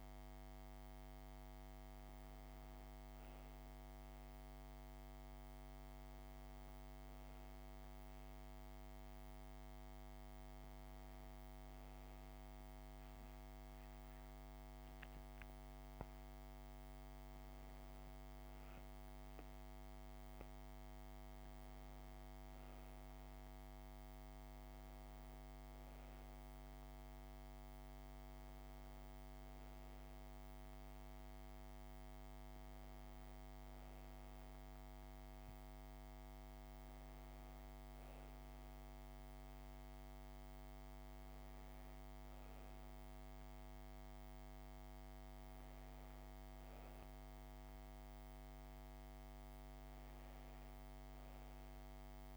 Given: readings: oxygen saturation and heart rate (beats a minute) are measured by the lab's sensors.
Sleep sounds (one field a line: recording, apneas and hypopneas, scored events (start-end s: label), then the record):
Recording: breathing in sleep, hard to hear, by a microphone on the trachea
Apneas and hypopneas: none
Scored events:
none scored
From the record:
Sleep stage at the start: N1 (lightest sleep)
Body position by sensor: on the back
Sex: female